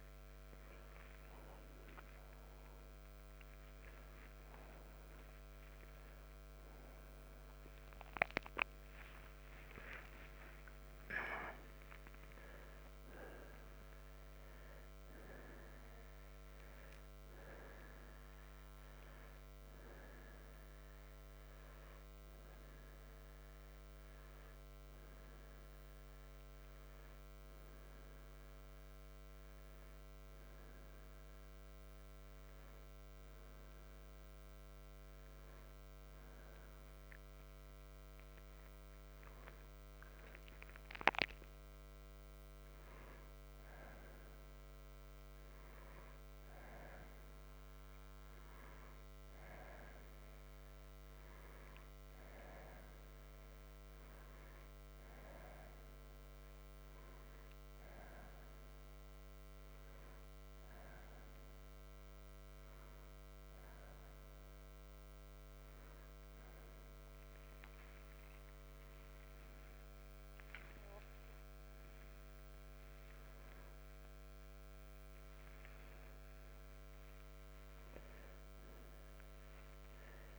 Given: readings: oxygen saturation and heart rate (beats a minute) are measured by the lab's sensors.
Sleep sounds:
a person partly awake in a sleep study, hard to hear, by a microphone on the trachea; none
21.50-51.50 s: new sleep stage, N1 (lightest sleep)
51.50-80.39 s: new sleep stage, N2 (light sleep)
72.00-78.50 s: arousal
From the record:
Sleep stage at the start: awake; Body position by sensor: on the right side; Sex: male

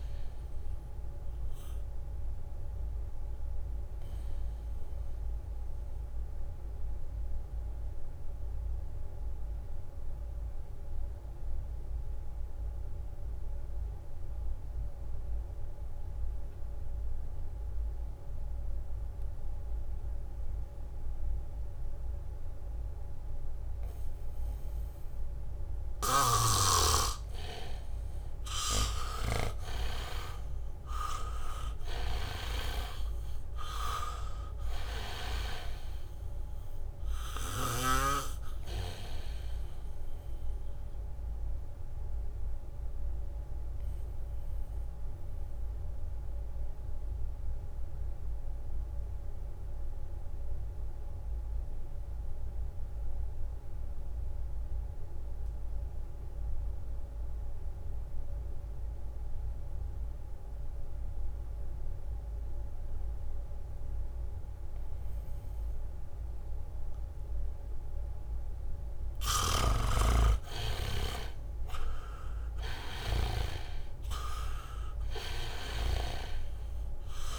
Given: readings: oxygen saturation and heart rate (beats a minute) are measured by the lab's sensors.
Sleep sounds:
breathing in sleep by a room microphone; 2
0.00-14.50 s: oxygen desaturation (device-marked, oxygen 79% lowest, heart rate 64 extreme)
0.50-27.50 s: obstructive apnea (oxygen 98% before, 77% lowest, heart rate 70 before, 64 extreme, up 4 after)
21.00-22.50 s: leg movement (device-marked)
24.50-53.50 s: oxygen desaturation (device-marked, oxygen 99% before, 78% lowest, heart rate 75 before, 60 extreme)
25.50-27.50 s: leg movement (device-marked)
30.00-34.00 s: arousal
40.00-68.00 s: obstructive apnea (oxygen 99% before, 76% lowest, heart rate 69 before, 60 extreme, up 6 after)
46.00-48.00 s: leg movement (device-marked)
62.00-63.00 s: leg movement (device-marked)
66.50-77.39 s: oxygen desaturation (device-marked, oxygen 98% before, 76% lowest, heart rate 70 before, 62 extreme)
69.00-73.00 s: leg movement (device-marked)
69.50-76.50 s: snoring (device-marked)
71.50-76.00 s: arousal
From the record:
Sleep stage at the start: N2 (light sleep); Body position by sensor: on the back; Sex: male

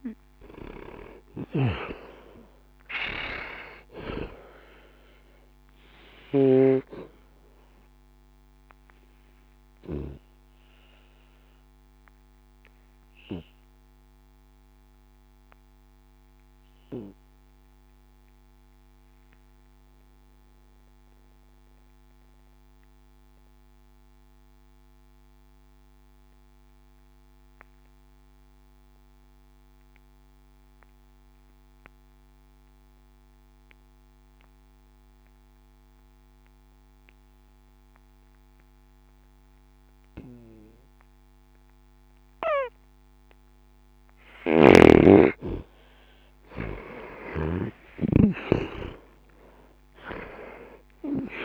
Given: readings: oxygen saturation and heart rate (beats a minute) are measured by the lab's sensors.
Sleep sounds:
breathing in sleep by a microphone on the trachea; 1
0.00-29.00 s: oxygen desaturation (device-marked, oxygen 83% lowest, heart rate 62 extreme)
1.00-6.50 s: snoring (device-marked)
11.00-44.50 s: obstructive apnea (oxygen 99% before, 77% lowest, heart rate 64 before, 62 extreme, up 35 after)
17.00-51.44 s: new sleep stage, N2 (light sleep)
44.00-48.00 s: snoring (device-marked)
46.00-51.44 s: oxygen desaturation (device-marked, oxygen 98% before, 77% lowest, heart rate 64 before, 61 extreme)
47.50-51.44 s: arousal
From the record:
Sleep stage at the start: N1 (lightest sleep); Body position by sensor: on the back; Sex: male

